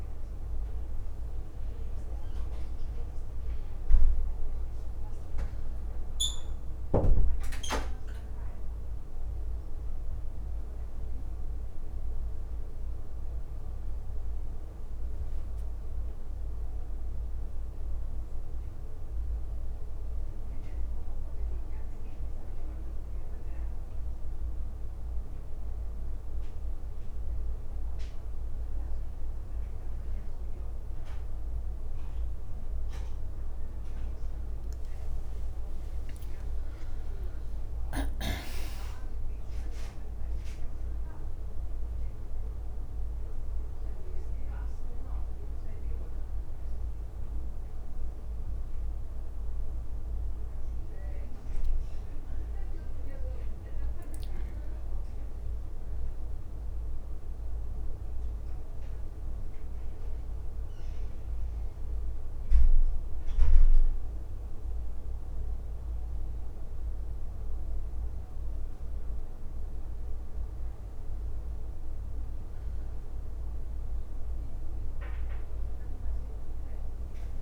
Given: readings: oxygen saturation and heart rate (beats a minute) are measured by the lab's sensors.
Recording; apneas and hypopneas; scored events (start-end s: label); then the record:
a person awake in a sleep study, hard to hear, by a room microphone; 1
35.00-38.50 s: leg movement (device-marked)
60.00-70.00 s: hypopnea (oxygen 99% before, 94% lowest, heart rate 77 before, 66 extreme, up 13 after)
60.00-77.42 s: new sleep stage, N1 (lightest sleep)
72.00-75.50 s: arousal
75.00-77.42 s: oxygen desaturation (device-marked, oxygen 99% before, 94% lowest, heart rate 73 before, 73 extreme)
From the record:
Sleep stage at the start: awake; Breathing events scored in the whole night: 299 in 4.3 hours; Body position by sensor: on the back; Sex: female